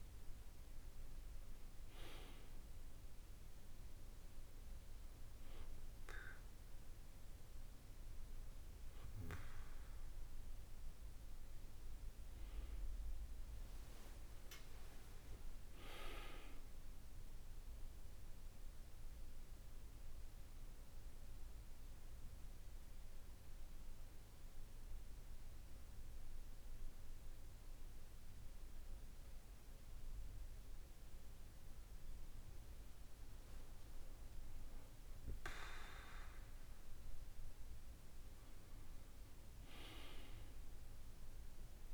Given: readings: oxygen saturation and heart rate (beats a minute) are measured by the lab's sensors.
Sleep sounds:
breathing in sleep by a room microphone; 1
19.00-41.94 s: new sleep stage, N2 (light sleep)
20.00-31.50 s: central apnea (oxygen 97% before, 95% lowest, heart rate 50 before, 47 extreme, up 2 after)
34.50-38.50 s: arousal
From the record:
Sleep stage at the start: N1 (lightest sleep); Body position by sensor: on the back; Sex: male

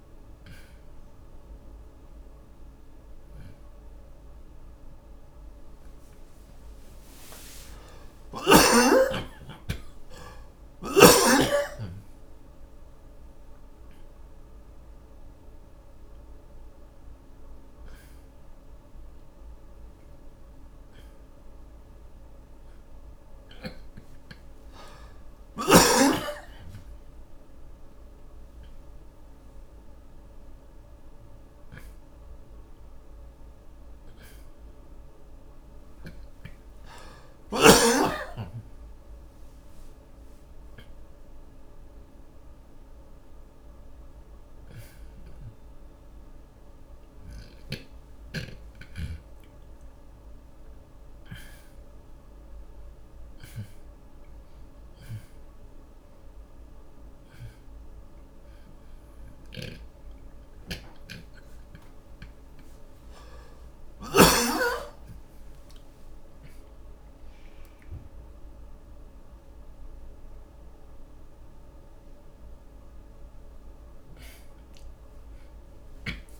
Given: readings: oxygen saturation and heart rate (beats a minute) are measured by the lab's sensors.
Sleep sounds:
a person awake in a sleep study, by a room microphone; none
0.00-2.00 s: oxygen desaturation (device-marked, oxygen 93% lowest, heart rate 28 extreme)
21.00-33.00 s: oxygen desaturation (device-marked, oxygen 96% before, 89% lowest, heart rate 72 before, 42 extreme)
59.50-64.50 s: snoring (device-marked)
67.00-76.40 s: oxygen desaturation (device-marked, oxygen 96% before, 91% lowest, heart rate 69 before, 37 extreme)
From the record:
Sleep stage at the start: awake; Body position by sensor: on the back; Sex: male

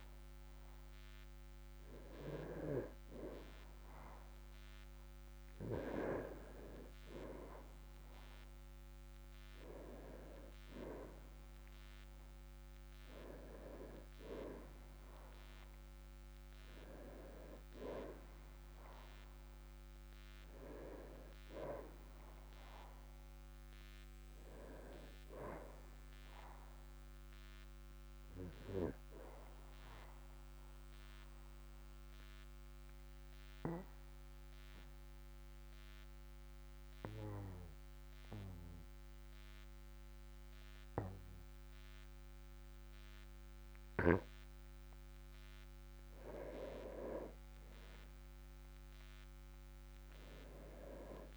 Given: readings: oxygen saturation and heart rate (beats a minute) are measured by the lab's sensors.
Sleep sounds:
breathing in sleep by a microphone on the trachea; 1
0.00-1.50 s: arousal
29.00-46.00 s: obstructive apnea (oxygen 98% before, 95% lowest, heart rate 51 before, 44 extreme, up 3 after)
From the record:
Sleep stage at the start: N2 (light sleep); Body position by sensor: on the back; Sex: male

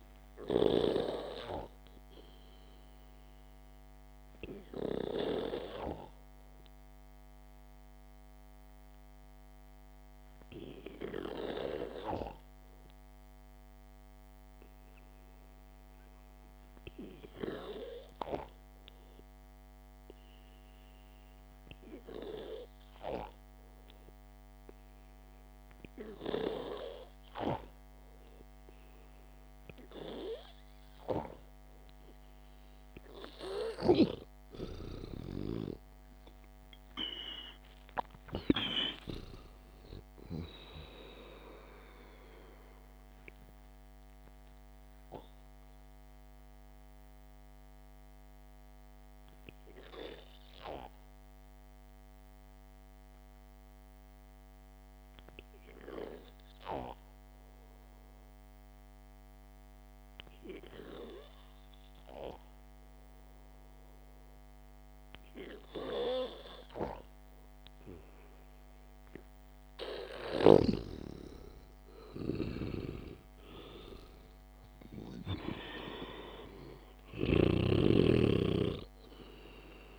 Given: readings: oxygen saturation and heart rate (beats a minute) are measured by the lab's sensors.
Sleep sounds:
breathing in sleep by a microphone on the trachea; 2
0.00-1.50 s: snoring (device-marked)
0.00-3.50 s: oxygen desaturation (device-marked, oxygen 93% lowest, heart rate 59 extreme)
5.50-30.50 s: hypopnea (oxygen 98% before, 93% lowest, heart rate 61 before, 53 extreme, up 5 after)
36.00-40.00 s: arousal
44.50-67.00 s: hypopnea (oxygen 98% before, 92% lowest, heart rate 59 before, 58 extreme, up 3 after)
71.00-75.00 s: arousal
From the record:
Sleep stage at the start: N2 (light sleep); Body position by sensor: on the back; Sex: male

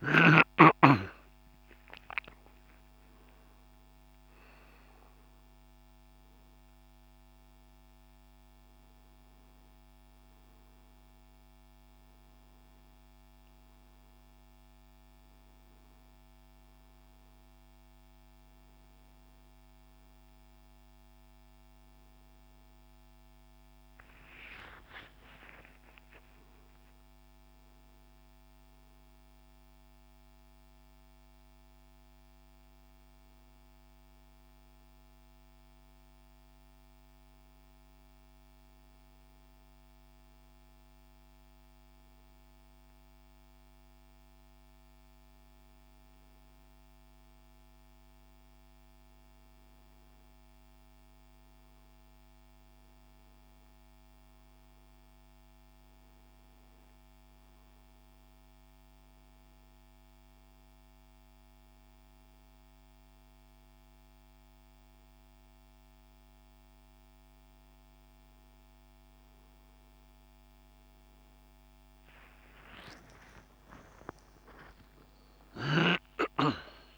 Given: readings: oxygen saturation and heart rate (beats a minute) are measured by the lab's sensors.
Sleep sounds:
breathing in sleep by a microphone on the trachea; none
0.00-1.00 s: arousal
24.00-28.00 s: arousal
72.50-76.98 s: arousal
From the record:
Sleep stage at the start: N1 (lightest sleep); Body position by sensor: on the back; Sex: male

